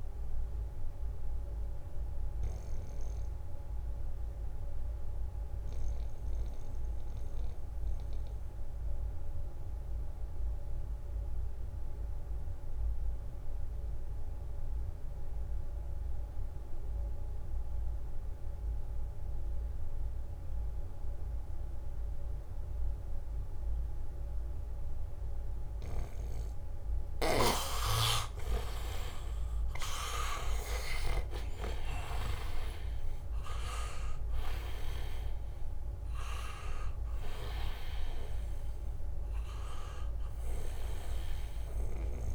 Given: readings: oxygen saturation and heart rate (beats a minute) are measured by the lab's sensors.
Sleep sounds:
breathing in sleep by a room microphone; 1
0.00-4.50 s: leg movement (device-marked)
0.00-14.00 s: oxygen desaturation (device-marked, oxygen 83% lowest, heart rate 68 extreme)
1.00-27.50 s: mixed apnea (oxygen 99% before, 79% lowest, heart rate 72 before, 68 extreme, up 3 after)
21.00-42.35 s: oxygen desaturation (device-marked, oxygen 99% before, 79% lowest, heart rate 76 before, 66 extreme)
30.00-35.00 s: arousal
From the record:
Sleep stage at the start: N2 (light sleep); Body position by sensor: on the back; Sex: male

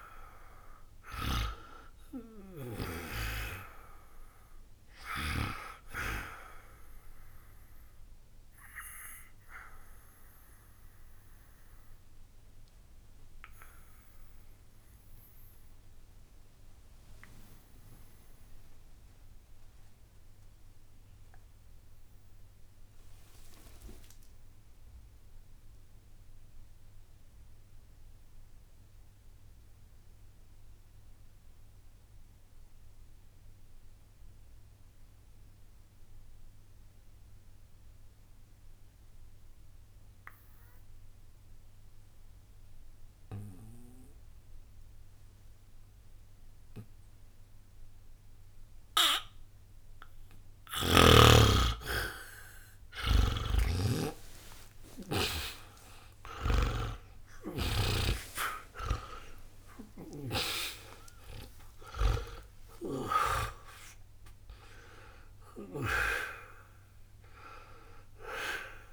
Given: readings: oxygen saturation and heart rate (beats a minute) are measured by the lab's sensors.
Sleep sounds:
breathing in sleep by a room microphone; 1
0.00-29.00 s: oxygen desaturation (device-marked, oxygen 81% lowest, heart rate 60 extreme)
6.50-50.50 s: obstructive apnea (oxygen 98% before, 78% lowest, heart rate 67 before, 60 extreme, up 18 after)
41.00-68.93 s: oxygen desaturation (device-marked, oxygen 99% before, 78% lowest, heart rate 64 before, 60 extreme)
50.50-55.00 s: snoring (device-marked)
52.50-57.00 s: arousal
From the record:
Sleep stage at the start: N2 (light sleep); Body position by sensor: on the back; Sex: male

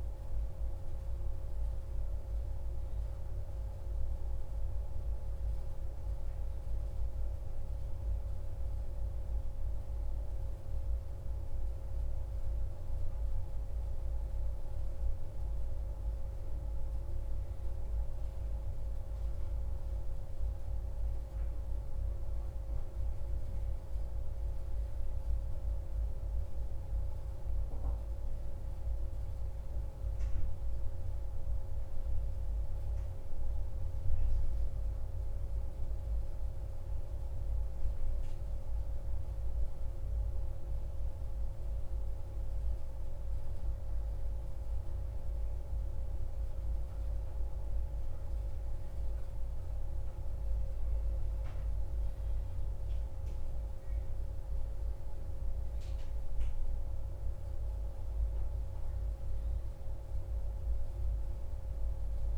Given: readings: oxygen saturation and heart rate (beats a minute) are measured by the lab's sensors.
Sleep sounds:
breathing in sleep, hard to hear, by a room microphone; none
none scored
From the record:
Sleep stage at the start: N1 (lightest sleep); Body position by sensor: on the back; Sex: male

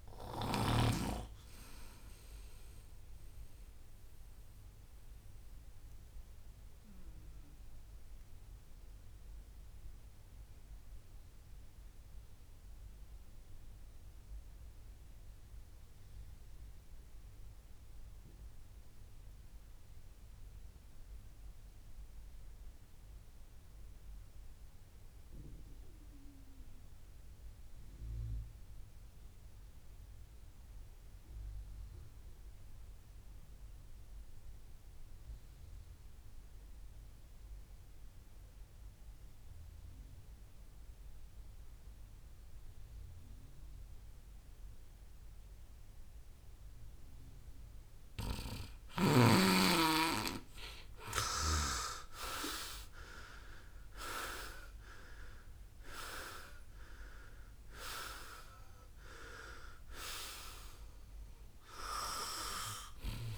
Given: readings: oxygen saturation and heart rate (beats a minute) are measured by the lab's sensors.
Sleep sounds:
breathing in sleep by a room microphone; 1
0.00-18.50 s: oxygen desaturation (device-marked, oxygen 87% lowest, heart rate 57 extreme)
3.50-47.50 s: mixed apnea (oxygen 96% before, 84% lowest, heart rate 80 before, 57 extreme, up 19 after)
36.50-63.38 s: oxygen desaturation (device-marked, oxygen 98% before, 84% lowest, heart rate 62 before, 60 extreme)
50.50-53.50 s: arousal
From the record:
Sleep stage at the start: N2 (light sleep); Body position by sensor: on the right side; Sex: male

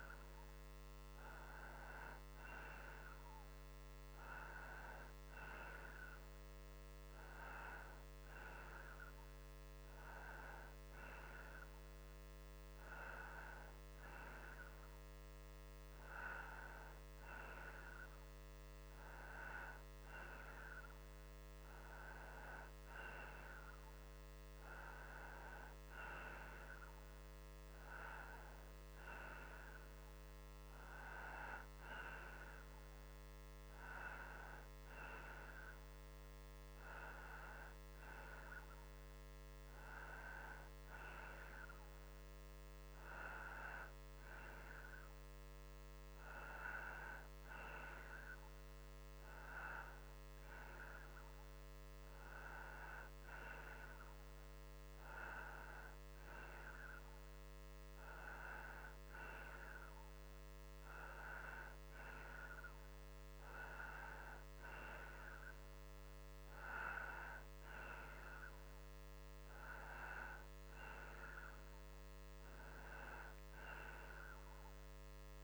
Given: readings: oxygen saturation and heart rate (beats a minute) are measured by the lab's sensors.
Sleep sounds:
breathing in sleep by a microphone on the trachea; none
none scored
From the record:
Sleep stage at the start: N2 (light sleep); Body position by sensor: upright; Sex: male

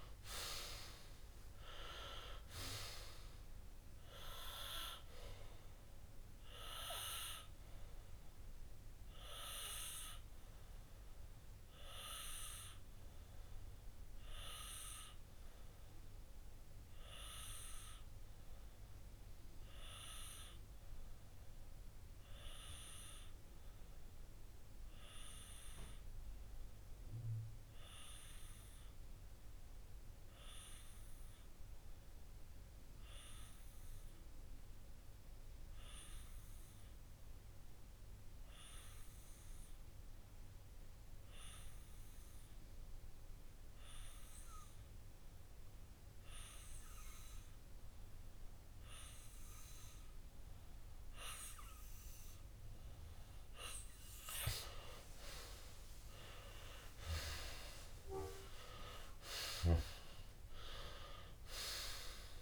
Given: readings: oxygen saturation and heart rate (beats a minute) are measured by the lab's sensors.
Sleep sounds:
breathing in sleep by a room microphone; 1
0.00-8.50 s: oxygen desaturation (device-marked, oxygen 93% lowest)
9.50-54.00 s: obstructive apnea (oxygen 98% before, 93% lowest)
46.50-62.42 s: oxygen desaturation (device-marked, oxygen 98% before, 94% lowest)
55.50-59.00 s: arousal
From the record:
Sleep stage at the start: N2 (light sleep); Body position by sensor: on the left side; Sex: male

